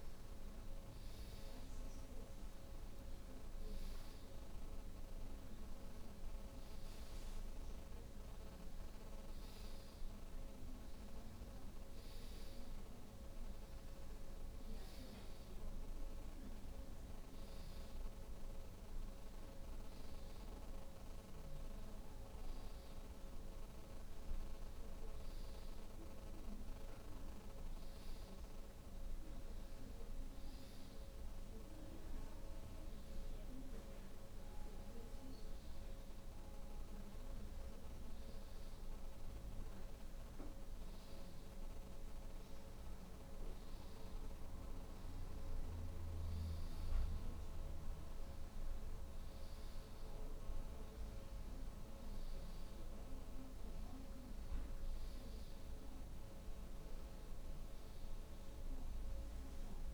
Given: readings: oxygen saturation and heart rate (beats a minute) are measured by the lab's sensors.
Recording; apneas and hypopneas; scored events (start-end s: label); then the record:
breathing in sleep, hard to hear, by a room microphone; none
none scored
From the record:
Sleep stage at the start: N2 (light sleep); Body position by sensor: on the back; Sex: female